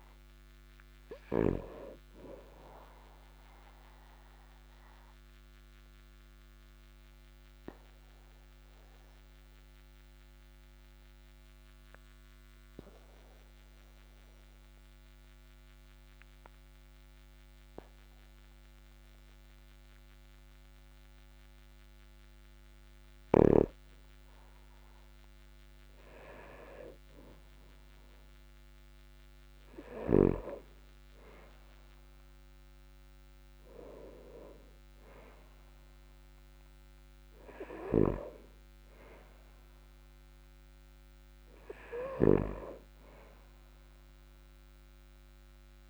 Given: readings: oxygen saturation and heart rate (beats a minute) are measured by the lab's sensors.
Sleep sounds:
breathing in sleep by a microphone on the trachea; 1
4.00-22.50 s: obstructive apnea (oxygen 100% before, 96% lowest, heart rate 54 before, 44 extreme, up 3 after)
26.00-30.50 s: arousal
From the record:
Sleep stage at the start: N2 (light sleep); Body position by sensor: on the back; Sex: male

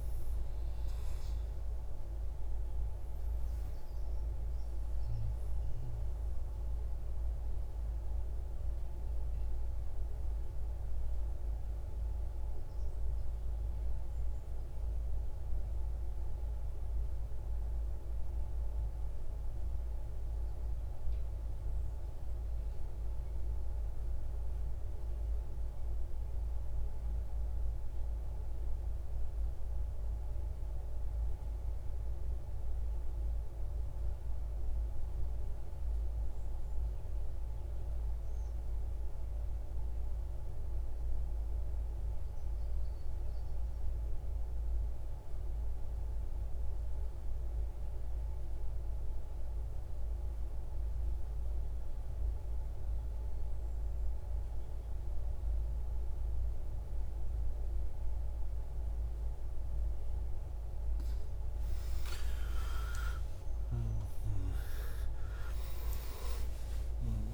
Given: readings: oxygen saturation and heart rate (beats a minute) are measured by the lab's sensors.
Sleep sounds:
breathing in sleep, hard to hear, by a room microphone; 1
0.00-13.00 s: oxygen desaturation (device-marked, oxygen 87% lowest, heart rate 68 extreme)
8.50-59.00 s: mixed apnea (oxygen 95% before, 82% lowest, heart rate 122 before, 55 extreme, up 22 after)
33.00-67.34 s: oxygen desaturation (device-marked, oxygen 99% before, 82% lowest, heart rate 90 before, 55 extreme)
60.50-66.00 s: arousal
From the record:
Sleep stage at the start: N2 (light sleep); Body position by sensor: on the right side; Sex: male

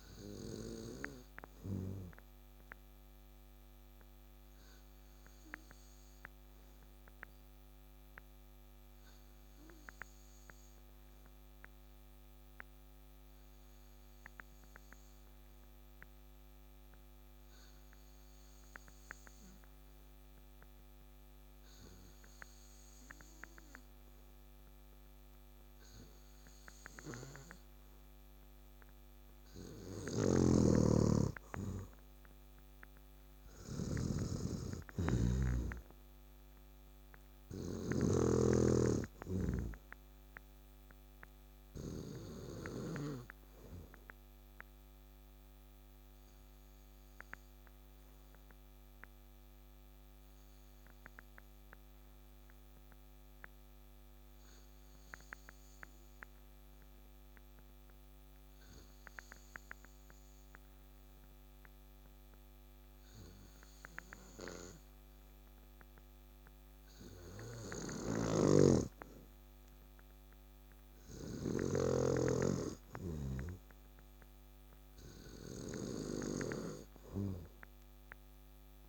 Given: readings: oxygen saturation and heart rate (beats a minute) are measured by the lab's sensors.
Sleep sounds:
breathing in sleep by a microphone on the trachea; 2
0.00-13.00 s: oxygen desaturation (device-marked, oxygen 88% lowest, heart rate 66 extreme)
7.00-28.00 s: obstructive apnea (oxygen 94% before, 87% lowest, heart rate 71 before, 68 extreme, up 5 after)
24.00-55.00 s: oxygen desaturation (device-marked, oxygen 98% before, 87% lowest, heart rate 68 before, 67 extreme)
30.00-43.00 s: snoring (device-marked)
32.00-35.50 s: arousal
47.50-70.50 s: obstructive apnea (oxygen 98% before, 87% lowest, heart rate 72 before, 67 extreme, up 4 after)
67.50-71.50 s: snoring (device-marked)
68.00-78.89 s: oxygen desaturation (device-marked, oxygen 98% before, 88% lowest, heart rate 69 before, 68 extreme)
73.50-77.50 s: arousal
From the record:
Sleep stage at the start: N2 (light sleep); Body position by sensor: on the back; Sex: male

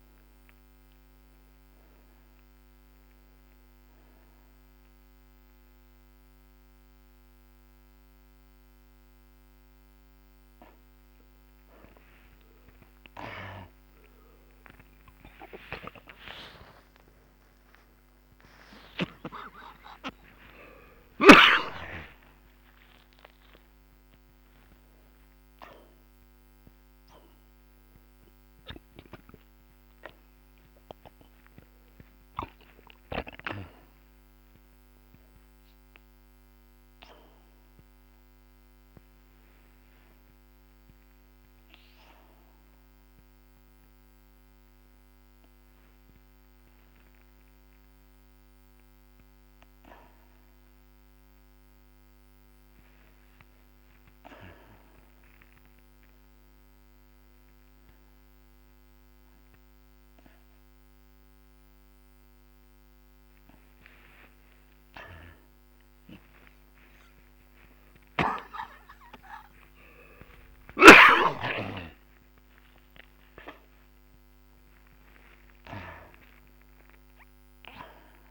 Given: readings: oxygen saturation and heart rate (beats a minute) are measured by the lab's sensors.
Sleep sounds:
a person awake in a sleep study, by a microphone on the trachea; none
0.00-13.50 s: oxygen desaturation (device-marked, oxygen 86% lowest, heart rate 76 extreme)
6.50-78.31 s: new sleep stage, awake
16.50-21.50 s: snoring (device-marked)
From the record:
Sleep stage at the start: N1 (lightest sleep); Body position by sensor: upright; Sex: male

